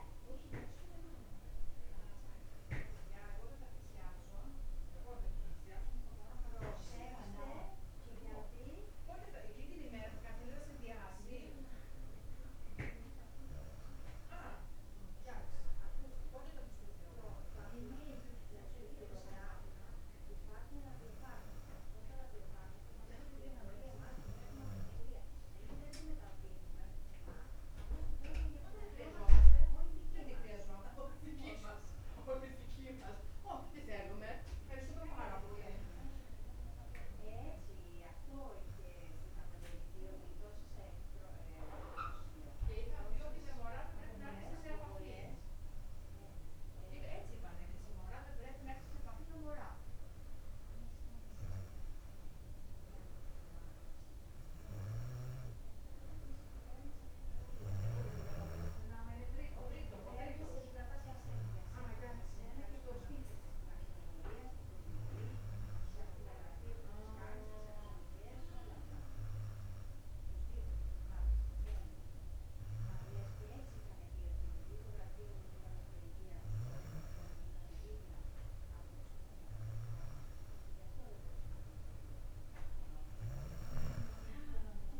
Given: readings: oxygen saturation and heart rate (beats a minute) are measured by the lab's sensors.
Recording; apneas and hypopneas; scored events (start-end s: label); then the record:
breathing in sleep by a room microphone; none
none scored
From the record:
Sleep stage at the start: N2 (light sleep); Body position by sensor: on the back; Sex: female